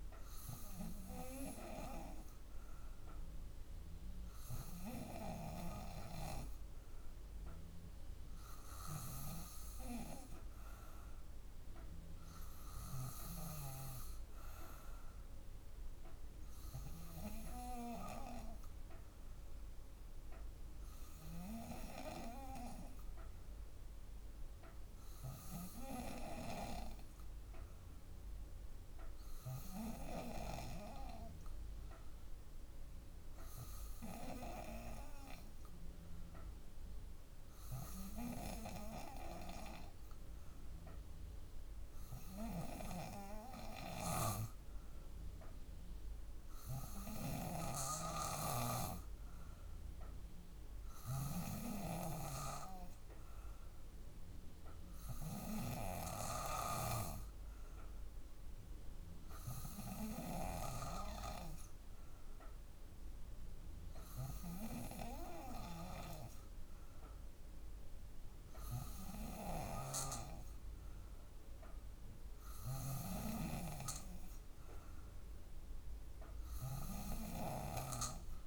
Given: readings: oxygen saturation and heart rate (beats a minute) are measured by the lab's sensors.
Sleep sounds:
breathing in sleep by a room microphone; none
19.00-33.00 s: drop in pulse transit time (device-marked, heart rate 59 before, 58 extreme)
From the record:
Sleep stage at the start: N2 (light sleep); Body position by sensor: on the back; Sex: female

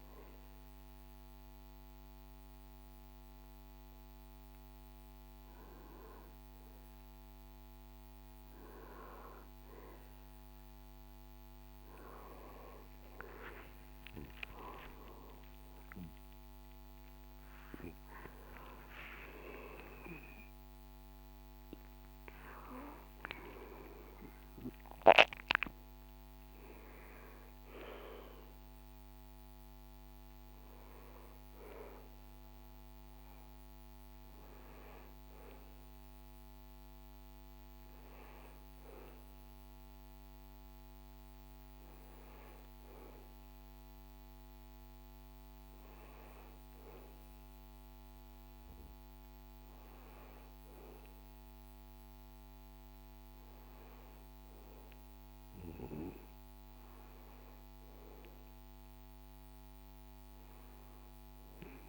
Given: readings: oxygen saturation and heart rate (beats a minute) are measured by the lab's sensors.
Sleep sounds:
a person awake in a sleep study, by a microphone on the trachea; none
21.50-61.89 s: new sleep stage, awake
From the record:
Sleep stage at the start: N1 (lightest sleep); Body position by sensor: on the back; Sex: male

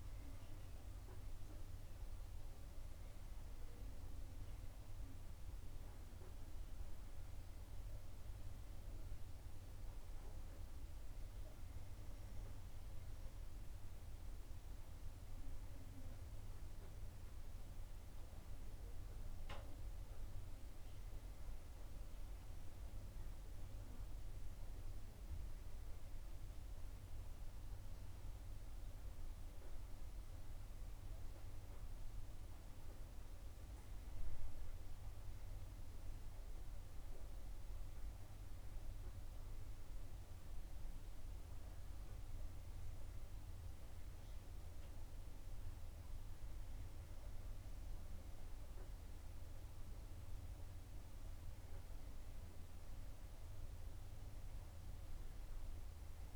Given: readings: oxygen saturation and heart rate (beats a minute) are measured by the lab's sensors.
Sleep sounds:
breathing in sleep, hard to hear, by a room microphone; none
none scored
From the record:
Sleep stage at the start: N2 (light sleep); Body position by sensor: on the back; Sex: female

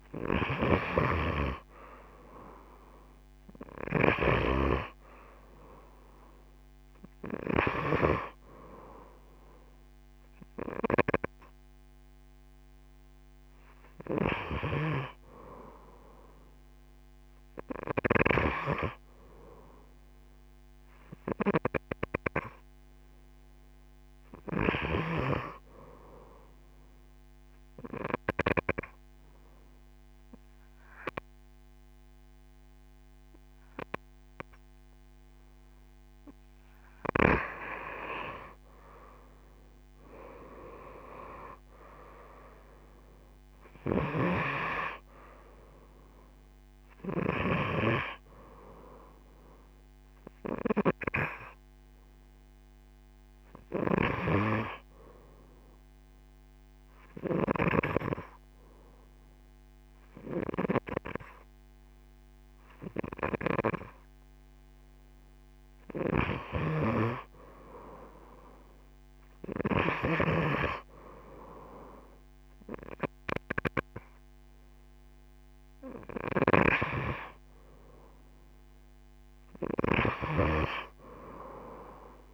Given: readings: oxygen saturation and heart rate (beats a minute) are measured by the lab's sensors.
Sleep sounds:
breathing in sleep by a microphone on the trachea; 2
0.00-2.00 s: arousal
5.00-20.00 s: oxygen desaturation (device-marked, oxygen 94% before, 87% lowest)
26.00-37.00 s: obstructive apnea (oxygen 95% before, 86% lowest)
39.50-43.50 s: arousal
45.00-65.00 s: oxygen desaturation (device-marked, oxygen 92% before, 86% lowest)
55.50-66.00 s: obstructive apnea (oxygen 95% before, 86% lowest)
68.50-72.50 s: arousal
76.00-82.34 s: oxygen desaturation (device-marked, oxygen 97% before, 91% lowest)
From the record:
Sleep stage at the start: N2 (light sleep); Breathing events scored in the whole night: 282 in 4.2 hours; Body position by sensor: on the right side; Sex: female

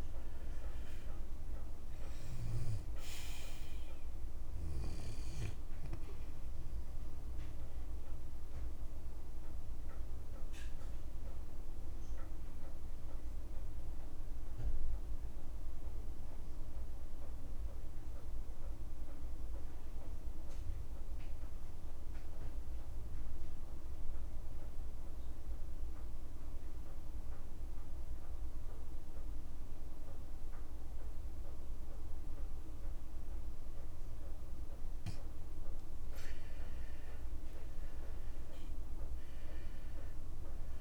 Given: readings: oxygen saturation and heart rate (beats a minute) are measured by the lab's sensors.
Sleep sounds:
breathing in sleep, hard to hear, by a room microphone; 1
0.00-25.50 s: oxygen desaturation (device-marked, oxygen 85% lowest, heart rate 50 extreme)
0.50-2.50 s: long interval between heartbeats (device-marked, heart rate 79 before, 67 extreme)
9.00-36.00 s: obstructive apnea (oxygen 98% before, 85% lowest, heart rate 60 before, 50 extreme, up 27 after)
37.00-40.81 s: arousal
38.50-40.81 s: oxygen desaturation (device-marked, oxygen 97% before, 87% lowest, heart rate 54 before, 51 extreme)
From the record:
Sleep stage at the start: N2 (light sleep); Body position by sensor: on the back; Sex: male

